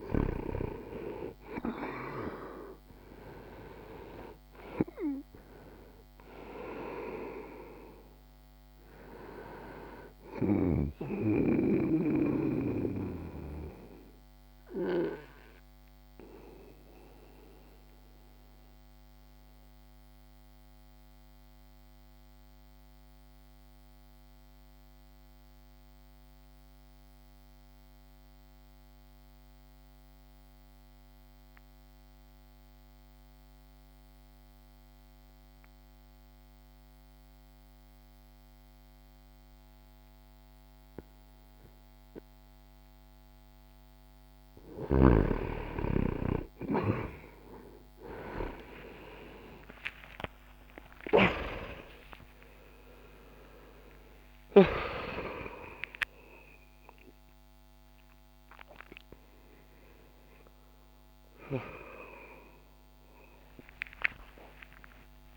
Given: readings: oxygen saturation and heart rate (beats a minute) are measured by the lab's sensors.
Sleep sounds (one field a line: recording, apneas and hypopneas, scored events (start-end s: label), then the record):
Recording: a person partly awake in a sleep study, by a microphone on the trachea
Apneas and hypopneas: 1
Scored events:
0.00-2.00 s: arousal
17.00-43.00 s: obstructive apnea (oxygen 98% before, 88% lowest)
30.00-37.00 s: oxygen desaturation (device-marked, oxygen 95% before, 88% lowest)
49.00-65.37 s: new sleep stage, awake
From the record:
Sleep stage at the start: N2 (light sleep)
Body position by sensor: on the back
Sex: male